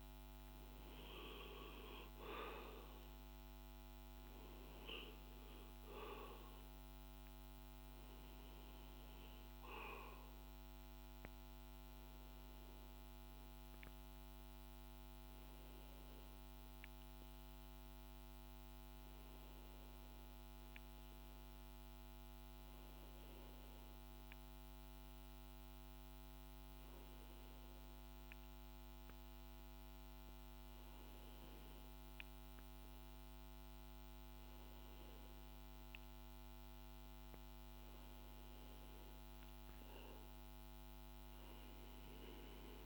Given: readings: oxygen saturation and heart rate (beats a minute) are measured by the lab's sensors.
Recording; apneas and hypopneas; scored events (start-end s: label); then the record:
breathing in sleep, hard to hear, by a microphone on the trachea; none
none scored
From the record:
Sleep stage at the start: REM sleep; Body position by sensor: on the back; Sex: male